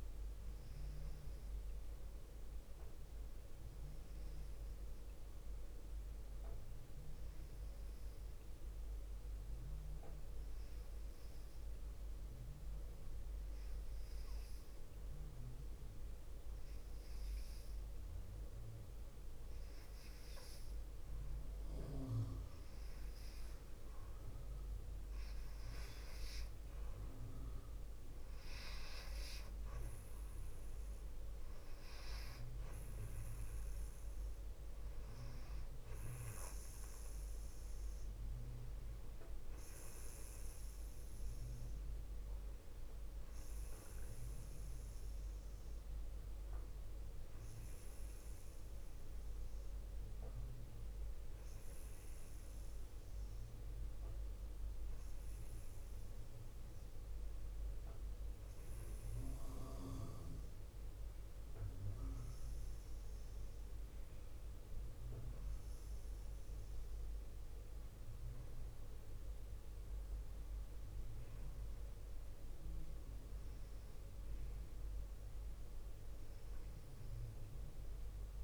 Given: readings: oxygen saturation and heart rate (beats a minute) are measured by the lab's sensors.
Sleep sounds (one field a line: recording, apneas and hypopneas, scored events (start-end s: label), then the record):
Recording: breathing in sleep, hard to hear, by a room microphone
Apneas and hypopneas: none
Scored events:
75.50-78.44 s: arousal
From the record:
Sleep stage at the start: N2 (light sleep)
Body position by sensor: on the left side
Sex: female